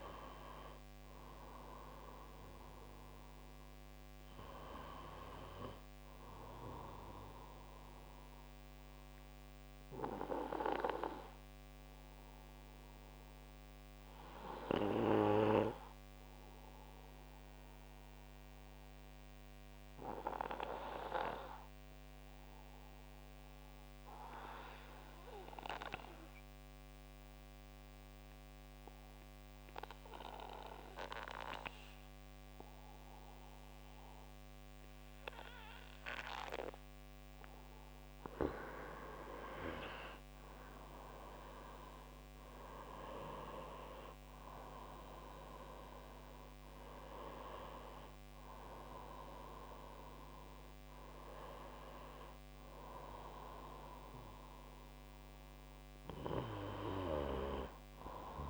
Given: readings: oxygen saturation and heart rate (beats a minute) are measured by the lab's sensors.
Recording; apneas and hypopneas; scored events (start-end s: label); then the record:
breathing in sleep by a microphone on the trachea; 1
0.00-21.50 s: oxygen desaturation (device-marked, oxygen 89% lowest, heart rate 61 extreme)
8.00-38.00 s: obstructive apnea (oxygen 96% before, 87% lowest, heart rate 69 before, 61 extreme, up 5 after)
40.50-45.50 s: arousal
40.50-58.50 s: oxygen desaturation (device-marked, oxygen 96% before, 87% lowest, heart rate 67 before, 61 extreme)
From the record:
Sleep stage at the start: N2 (light sleep); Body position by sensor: on the right side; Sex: male